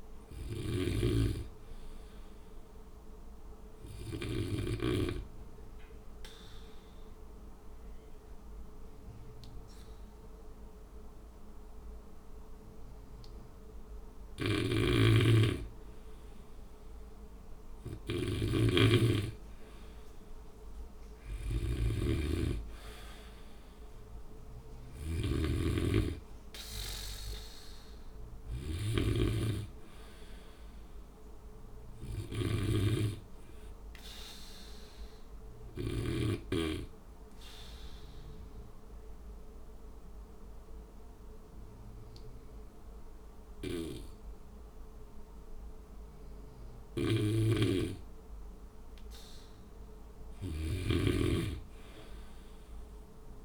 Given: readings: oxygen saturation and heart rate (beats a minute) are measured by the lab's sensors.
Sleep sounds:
breathing in sleep by a room microphone; 2
0.00-4.50 s: snoring (device-marked)
4.00-14.50 s: obstructive apnea (oxygen 97% before, 91% lowest, heart rate 61 before, 58 extreme, up 2 after)
14.50-32.50 s: snoring (device-marked)
20.00-24.00 s: arousal
25.50-48.50 s: oxygen desaturation (device-marked, oxygen 96% before, 92% lowest, heart rate 61 before, 58 extreme)
36.00-49.00 s: obstructive apnea (oxygen 96% before, 91% lowest, heart rate 61 before, 58 extreme, up 2 after)
47.00-53.45 s: snoring (device-marked)
From the record:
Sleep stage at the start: N2 (light sleep); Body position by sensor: on the back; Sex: male

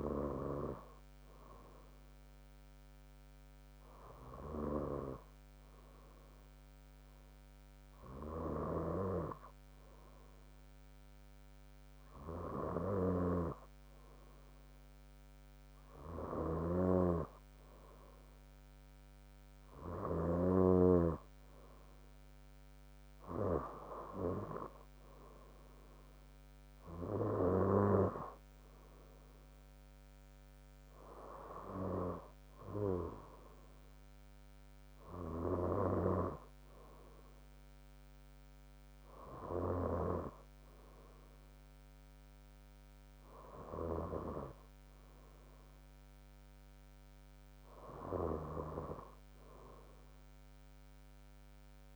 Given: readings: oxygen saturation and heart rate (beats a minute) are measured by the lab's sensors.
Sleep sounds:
breathing in sleep by a microphone on the trachea; none
none scored
From the record:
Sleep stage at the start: N2 (light sleep); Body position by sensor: on the front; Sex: female

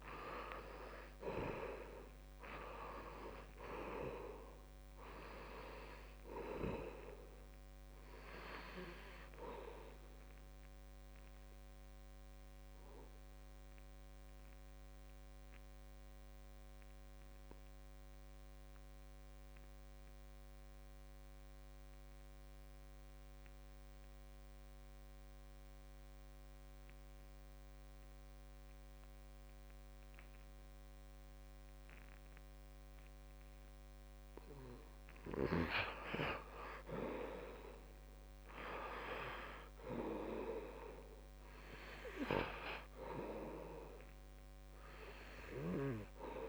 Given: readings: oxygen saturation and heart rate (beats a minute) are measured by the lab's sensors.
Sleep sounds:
breathing in sleep by a microphone on the trachea; 1
0.00-3.50 s: arousal
0.00-24.50 s: oxygen desaturation (device-marked, oxygen 66% lowest, heart rate 66 extreme)
12.50-34.50 s: obstructive apnea (oxygen 78% before, 66% lowest, heart rate 82 before, 68 extreme, up 5 after)
29.50-46.49 s: oxygen desaturation (device-marked, oxygen 98% before, 76% lowest, heart rate 78 before, 65 extreme)
35.50-40.00 s: arousal
From the record:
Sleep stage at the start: REM sleep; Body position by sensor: on the back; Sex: male

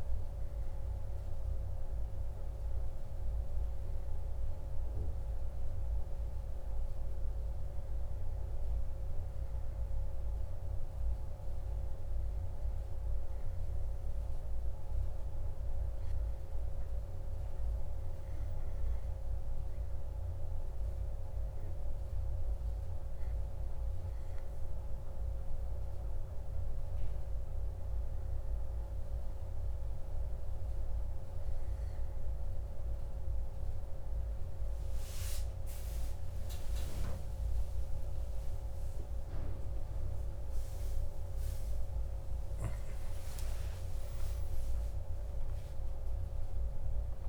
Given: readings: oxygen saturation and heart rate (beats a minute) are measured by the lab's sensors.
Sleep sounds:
breathing in sleep, hard to hear, by a room microphone; none
39.00-45.00 s: arousal
From the record:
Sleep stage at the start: N1 (lightest sleep); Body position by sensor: on the back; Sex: male

